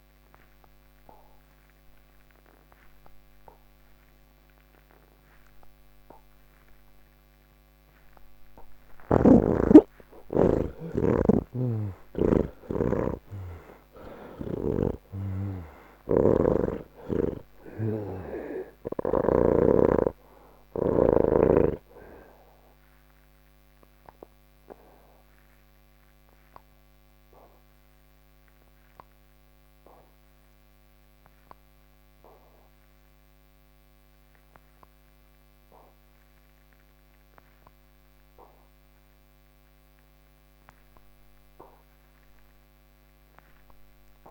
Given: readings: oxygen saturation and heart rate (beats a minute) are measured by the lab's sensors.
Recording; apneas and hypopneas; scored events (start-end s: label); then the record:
breathing in sleep by a microphone on the trachea; none
4.50-36.50 s: oxygen desaturation (device-marked, oxygen 97% before, 77% lowest, heart rate 92 before, 56 extreme)
11.00-14.50 s: snoring (device-marked)
14.50-44.31 s: new sleep stage, N3 (deep sleep)
From the record:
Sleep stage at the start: N1 (lightest sleep); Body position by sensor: on the back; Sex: male